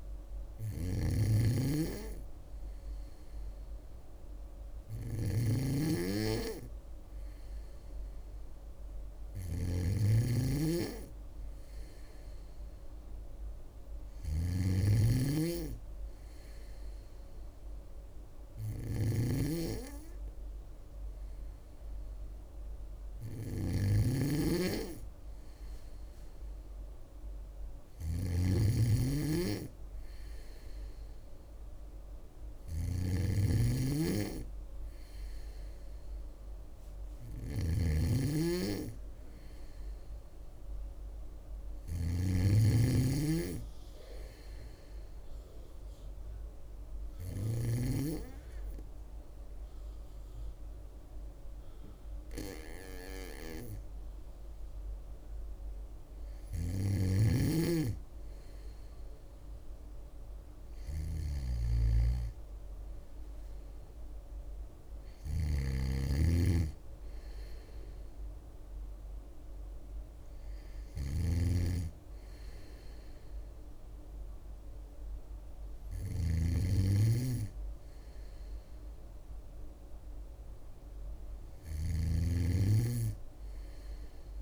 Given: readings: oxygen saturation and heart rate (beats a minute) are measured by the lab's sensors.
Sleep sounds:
breathing in sleep by a room microphone; none
0.00-47.50 s: snoring (device-marked)
14.00-84.42 s: new sleep stage, N3 (deep sleep)
65.00-84.42 s: snoring (device-marked)
From the record:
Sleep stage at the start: N2 (light sleep); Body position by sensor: on the back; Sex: female

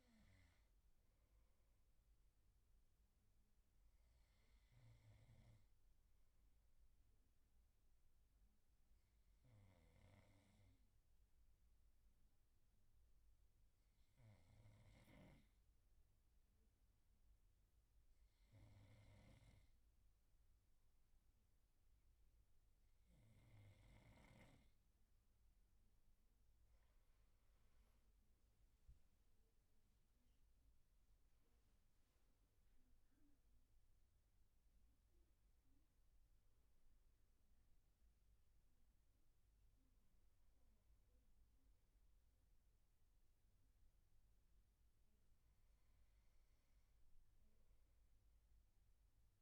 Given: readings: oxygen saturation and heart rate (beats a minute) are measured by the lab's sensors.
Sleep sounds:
breathing in sleep, hard to hear, by a room microphone; 1
2.00-24.50 s: obstructive apnea (oxygen 98% before, 94% lowest, heart rate 76 before, 73 extreme, up 6 after)
26.00-30.50 s: arousal
From the record:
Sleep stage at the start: N2 (light sleep); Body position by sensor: on the right side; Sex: male

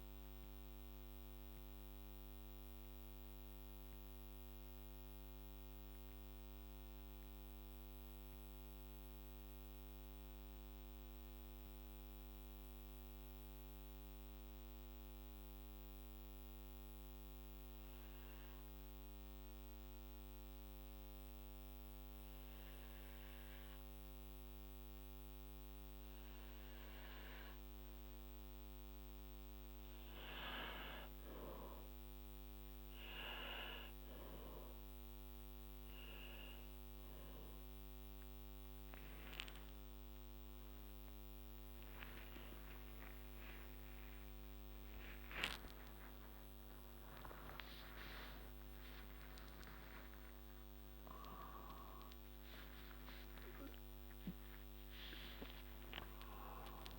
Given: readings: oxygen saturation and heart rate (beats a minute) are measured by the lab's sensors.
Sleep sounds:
a person partly awake in a sleep study, by a microphone on the trachea; 1
1.00-29.00 s: mixed apnea (oxygen 100% before, 96% lowest, heart rate 58 before, 54 extreme, up 4 after)
2.50-17.50 s: oxygen desaturation (device-marked, oxygen 99% before, 96% lowest, heart rate 58 before, 54 extreme)
33.50-56.99 s: new sleep stage, awake
41.00-43.00 s: long interval between heartbeats (device-marked, heart rate 59 before, 72 extreme)
46.00-48.00 s: long interval between heartbeats (device-marked, heart rate 68 before, 136 extreme)
49.00-51.00 s: long interval between heartbeats (device-marked, heart rate 81 before, 170 extreme)
52.50-54.50 s: long interval between heartbeats (device-marked, heart rate 105 before, 150 extreme)
From the record:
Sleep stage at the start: N2 (light sleep); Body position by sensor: on the back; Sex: male

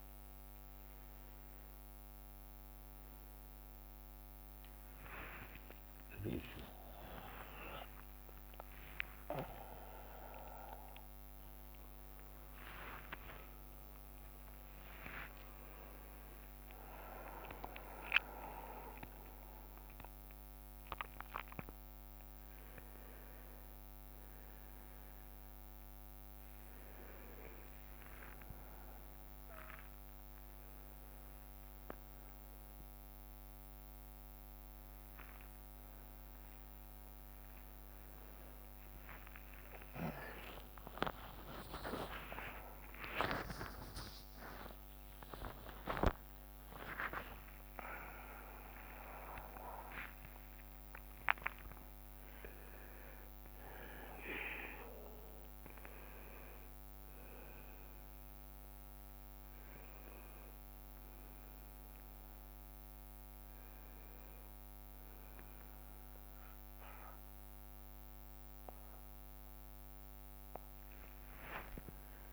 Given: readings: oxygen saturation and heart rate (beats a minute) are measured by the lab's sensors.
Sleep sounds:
a person awake in a sleep study, by a microphone on the trachea; none
4.00-13.00 s: leg movement (device-marked)
14.00-17.50 s: leg movement (device-marked)
26.00-30.50 s: leg movement (device-marked)
From the record:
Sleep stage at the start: awake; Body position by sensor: on the right side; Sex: male

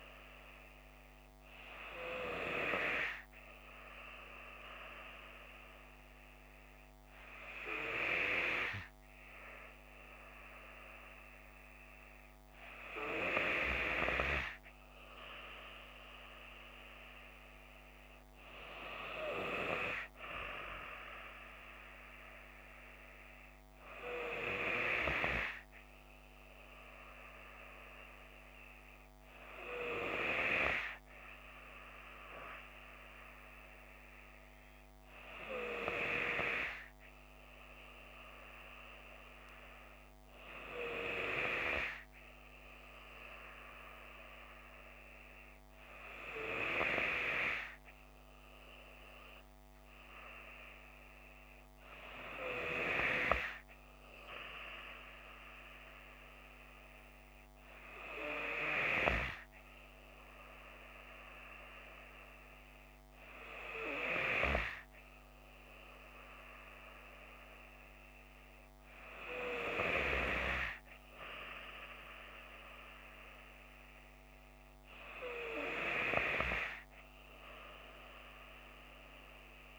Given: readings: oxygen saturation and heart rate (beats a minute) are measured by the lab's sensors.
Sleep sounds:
breathing in sleep by a microphone on the trachea; none
none scored
From the record:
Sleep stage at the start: N2 (light sleep); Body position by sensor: on the left side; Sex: female

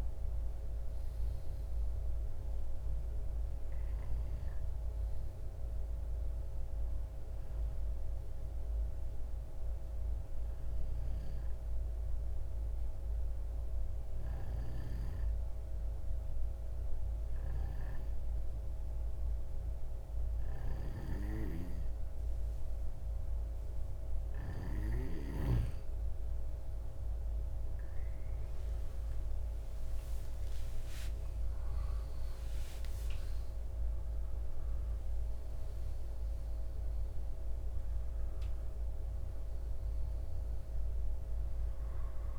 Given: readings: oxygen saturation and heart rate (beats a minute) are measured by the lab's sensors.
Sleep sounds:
breathing in sleep by a room microphone; 1
13.00-25.50 s: hypopnea (oxygen 96% before, 92% lowest)
28.00-32.50 s: arousal
29.50-37.50 s: oxygen desaturation (device-marked, oxygen 95% before, 92% lowest)
From the record:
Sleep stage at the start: N2 (light sleep); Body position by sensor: on the left side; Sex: male

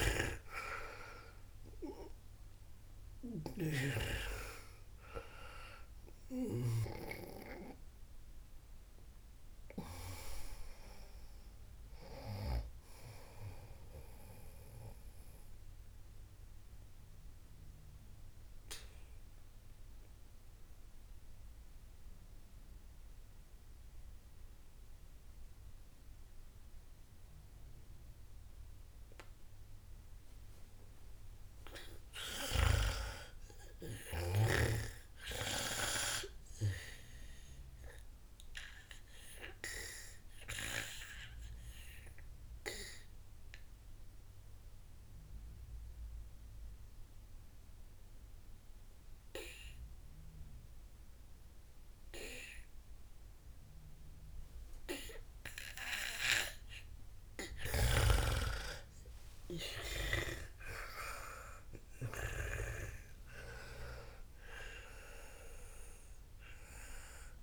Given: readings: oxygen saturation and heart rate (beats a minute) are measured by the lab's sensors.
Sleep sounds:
breathing in sleep by a room microphone; 2
0.00-7.50 s: snoring (device-marked)
3.00-24.00 s: oxygen desaturation (device-marked, oxygen 96% before, 89% lowest, heart rate 96 before, 58 extreme)
14.50-30.00 s: obstructive apnea (oxygen 98% before, 89% lowest, heart rate 104 before, 58 extreme, up 12 after)
31.50-35.00 s: arousal
36.50-57.00 s: obstructive apnea (oxygen 99% before, 92% lowest, heart rate 62 before, 56 extreme, up 32 after)
40.00-53.00 s: oxygen desaturation (device-marked, oxygen 99% before, 95% lowest, heart rate 63 before, 58 extreme)
59.00-63.50 s: arousal
64.00-67.43 s: oxygen desaturation (device-marked, oxygen 97% before, 92% lowest, heart rate 66 before, 55 extreme)
From the record:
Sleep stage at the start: N2 (light sleep); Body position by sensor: on the back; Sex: female

